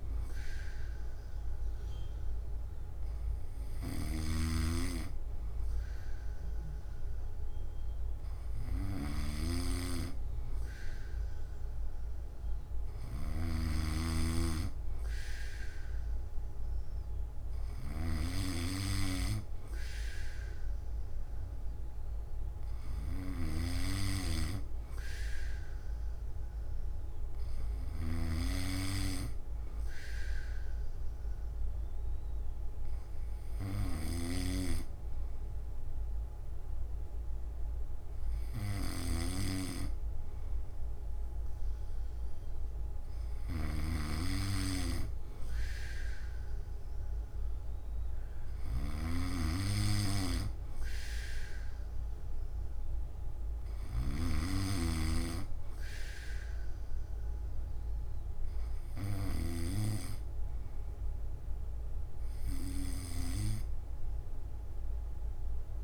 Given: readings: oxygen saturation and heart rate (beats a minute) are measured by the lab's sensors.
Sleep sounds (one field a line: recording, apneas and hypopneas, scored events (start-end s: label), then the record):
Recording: breathing in sleep by a room microphone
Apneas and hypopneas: none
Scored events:
0.00-59.50 s: snoring (device-marked)
From the record:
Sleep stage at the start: N1 (lightest sleep)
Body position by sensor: on the back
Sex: male